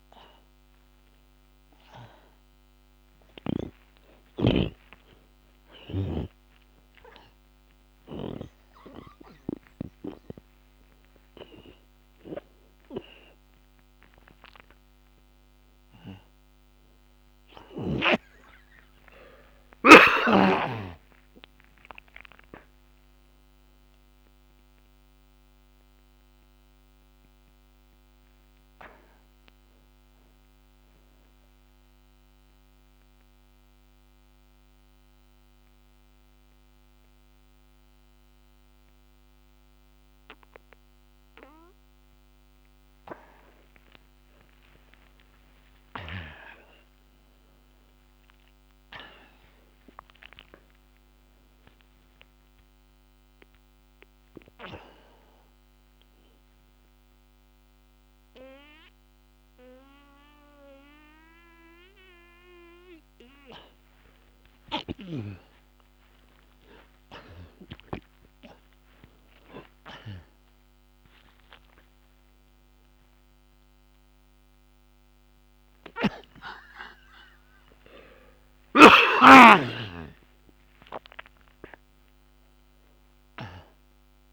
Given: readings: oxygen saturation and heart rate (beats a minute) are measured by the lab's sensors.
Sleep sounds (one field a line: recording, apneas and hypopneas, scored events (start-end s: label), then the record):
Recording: a person partly awake in a sleep study, by a microphone on the trachea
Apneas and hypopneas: 1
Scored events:
2.00-12.00 s: oxygen desaturation (device-marked, oxygen 94% before, 87% lowest)
16.00-76.00 s: new sleep stage, N2 (light sleep)
24.00-45.00 s: oxygen desaturation (device-marked, oxygen 97% before, 86% lowest)
32.50-43.50 s: central apnea (oxygen 97% before, 86% lowest)
46.50-49.50 s: arousal
53.00-71.00 s: oxygen desaturation (device-marked, oxygen 97% before, 86% lowest)
76.00-84.33 s: new sleep stage, awake
77.00-82.00 s: oxygen desaturation (device-marked, oxygen 94% before, 90% lowest, heart rate 69 before, 27 extreme)
From the record:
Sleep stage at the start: awake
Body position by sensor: on the back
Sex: male